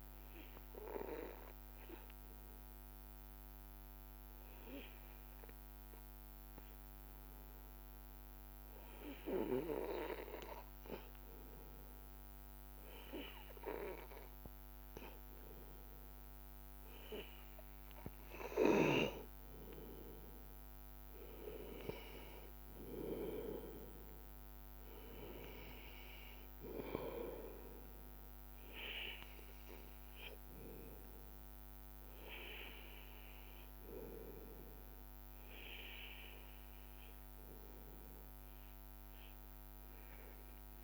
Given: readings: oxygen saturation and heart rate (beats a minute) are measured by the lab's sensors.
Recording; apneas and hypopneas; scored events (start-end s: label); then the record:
breathing in sleep by a microphone on the trachea; 1
2.00-20.50 s: obstructive apnea (oxygen 96% before, 94% lowest, heart rate 83 before, 83 extreme, up 1 after)
22.50-25.50 s: arousal
From the record:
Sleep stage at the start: N2 (light sleep); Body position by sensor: on the back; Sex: male